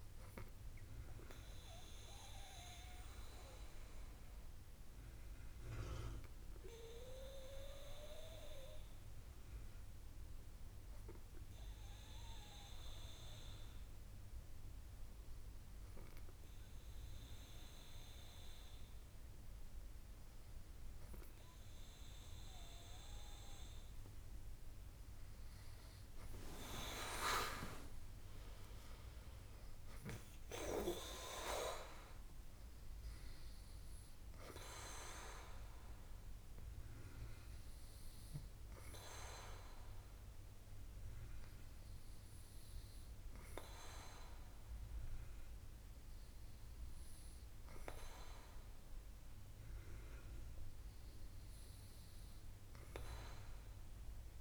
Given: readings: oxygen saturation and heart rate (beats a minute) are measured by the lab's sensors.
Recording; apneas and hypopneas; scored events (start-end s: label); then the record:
breathing in sleep by a room microphone; none
none scored
From the record:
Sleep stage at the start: N2 (light sleep); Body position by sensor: on the back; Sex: female